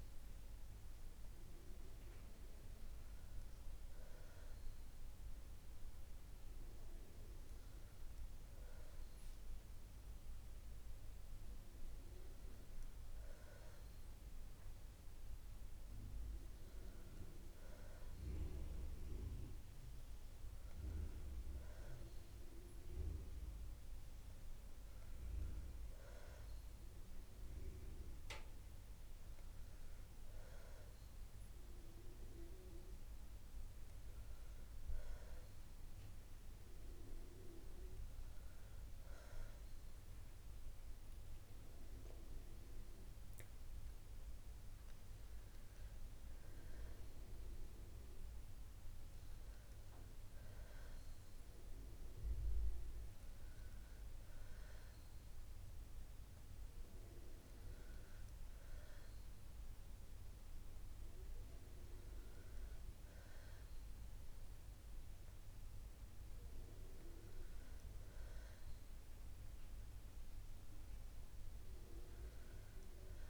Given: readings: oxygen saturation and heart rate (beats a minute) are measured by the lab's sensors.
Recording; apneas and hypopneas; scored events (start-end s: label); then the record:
breathing in sleep, hard to hear, by a room microphone; none
none scored
From the record:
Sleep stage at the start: N2 (light sleep); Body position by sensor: on the back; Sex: female